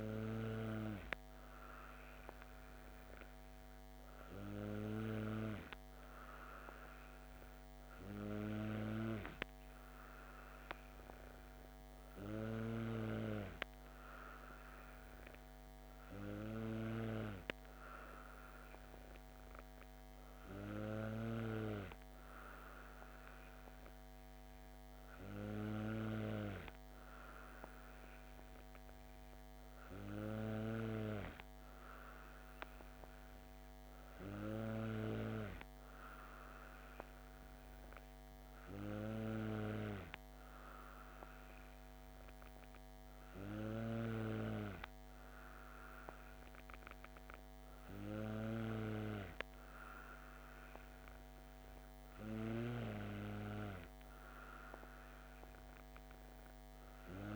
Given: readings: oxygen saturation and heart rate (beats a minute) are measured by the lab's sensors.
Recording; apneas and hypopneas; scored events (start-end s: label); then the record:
breathing in sleep by a microphone on the trachea; none
12.50-21.50 s: snoring (device-marked)
From the record:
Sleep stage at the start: N2 (light sleep); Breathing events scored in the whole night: 143 in 6.8 hours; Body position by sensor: on the back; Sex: female